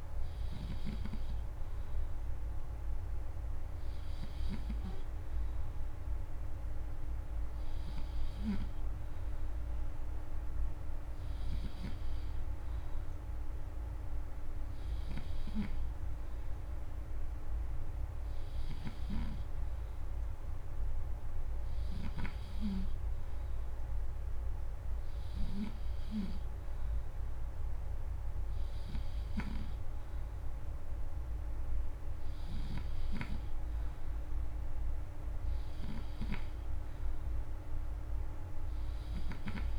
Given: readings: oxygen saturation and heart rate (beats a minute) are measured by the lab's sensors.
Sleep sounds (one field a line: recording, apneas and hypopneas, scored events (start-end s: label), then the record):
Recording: breathing in sleep by a room microphone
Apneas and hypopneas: none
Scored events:
21.50-25.50 s: snoring (device-marked)
32.00-36.00 s: snoring (device-marked)
From the record:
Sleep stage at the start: N3 (deep sleep)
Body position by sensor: on the back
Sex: male